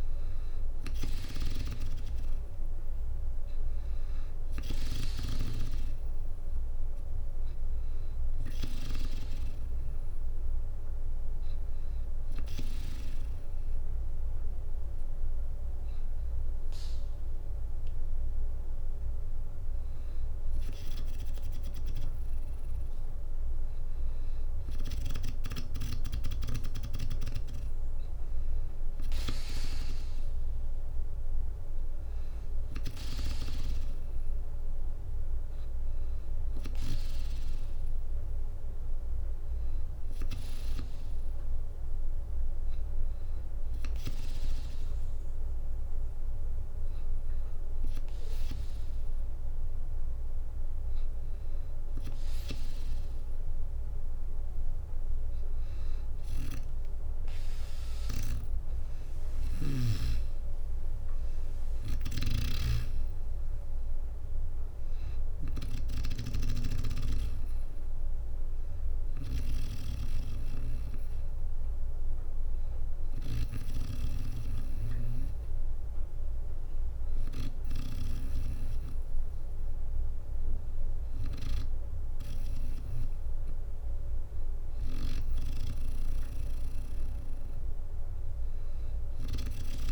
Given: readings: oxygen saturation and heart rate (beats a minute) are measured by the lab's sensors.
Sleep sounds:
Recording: breathing in sleep by a room microphone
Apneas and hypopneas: 1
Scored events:
0.00-1.50 s: arousal
10.00-21.00 s: hypopnea (oxygen 97% before, 94% lowest, heart rate 63 before, 61 extreme, up 9 after)
22.00-24.50 s: arousal
28.50-30.50 s: long interval between heartbeats (device-marked, heart rate 62 before, 70 extreme)
57.00-71.00 s: drop in pulse transit time (device-marked, heart rate 62 before, 60 extreme)
57.50-61.00 s: arousal
61.50-66.00 s: snoring (device-marked)
68.00-74.00 s: bradycardia (device-marked, heart rate 63 before, 59 extreme)
From the record:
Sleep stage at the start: N2 (light sleep)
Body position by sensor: on the back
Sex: female

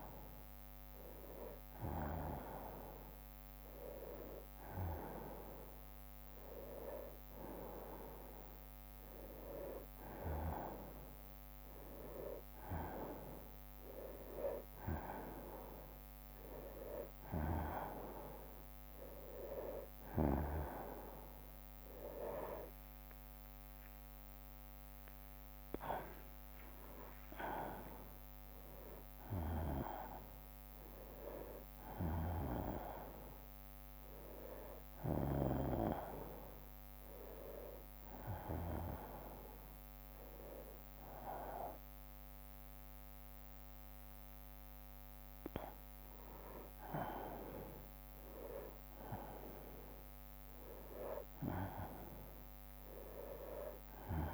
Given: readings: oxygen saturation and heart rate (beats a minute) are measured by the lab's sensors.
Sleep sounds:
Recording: breathing in sleep by a microphone on the trachea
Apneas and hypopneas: none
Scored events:
0.00-10.00 s: bradycardia (device-marked, heart rate 51 extreme)
13.50-15.50 s: long interval between heartbeats (device-marked, heart rate 59 before, 61 extreme)
16.00-20.00 s: bradycardia (device-marked, heart rate 69 before, 50 extreme)
22.50-27.00 s: arousal
27.00-38.00 s: bradycardia (device-marked, heart rate 69 before, 52 extreme)
28.00-30.00 s: long interval between heartbeats (device-marked, heart rate 60 before, 69 extreme)
33.50-35.50 s: long interval between heartbeats (device-marked, heart rate 62 before, 59 extreme)
36.00-50.00 s: drop in pulse transit time (device-marked, heart rate 61 before, 57 extreme)
48.00-50.00 s: long interval between heartbeats (device-marked, heart rate 61 before, 66 extreme)
53.00-54.34 s: bradycardia (device-marked, heart rate 69 before, 54 extreme)
From the record:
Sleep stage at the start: N1 (lightest sleep)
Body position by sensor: on the right side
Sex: male

